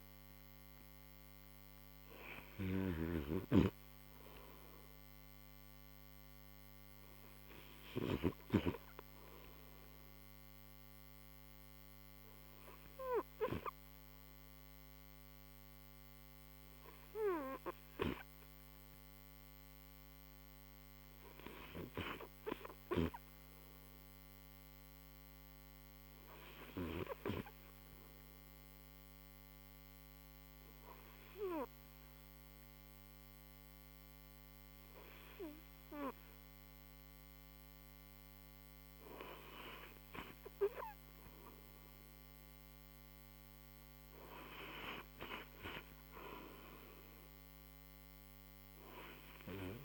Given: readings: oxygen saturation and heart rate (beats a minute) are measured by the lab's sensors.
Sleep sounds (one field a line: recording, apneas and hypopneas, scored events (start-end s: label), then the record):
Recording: breathing in sleep by a microphone on the trachea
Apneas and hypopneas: 1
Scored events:
4.00-49.85 s: new sleep stage, REM sleep
5.50-38.50 s: hypopnea (oxygen 96% before, 89% lowest)
39.00-48.00 s: oxygen desaturation (device-marked, oxygen 99% before, 95% lowest)
40.50-43.50 s: arousal
From the record:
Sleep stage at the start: N2 (light sleep)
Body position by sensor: on the right side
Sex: male